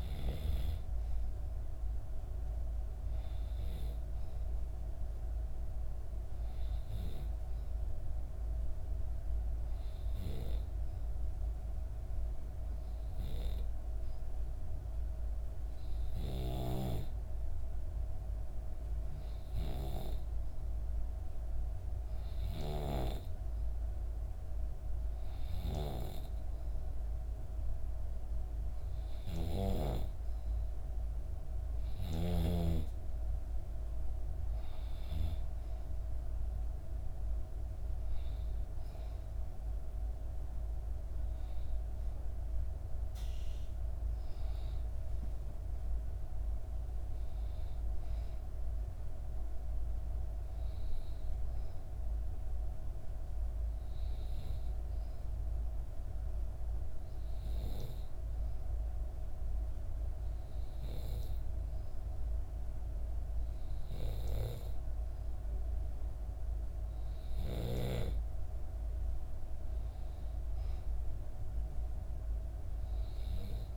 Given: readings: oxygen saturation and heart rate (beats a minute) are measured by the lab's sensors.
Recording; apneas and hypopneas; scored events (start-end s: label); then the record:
breathing in sleep by a room microphone; 2
0.00-15.00 s: oxygen desaturation (device-marked, oxygen 95% before, 91% lowest, heart rate 64 before, 63 extreme)
7.50-19.00 s: hypopnea (oxygen 95% before, 91% lowest, heart rate 64 before, 63 extreme, up 2 after)
21.00-24.50 s: arousal
46.50-50.00 s: arousal
53.50-65.50 s: hypopnea (oxygen 95% before, 92% lowest, heart rate 66 before, 62 extreme, up 6 after)
68.00-72.00 s: arousal
From the record:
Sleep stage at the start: N2 (light sleep); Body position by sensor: on the back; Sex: female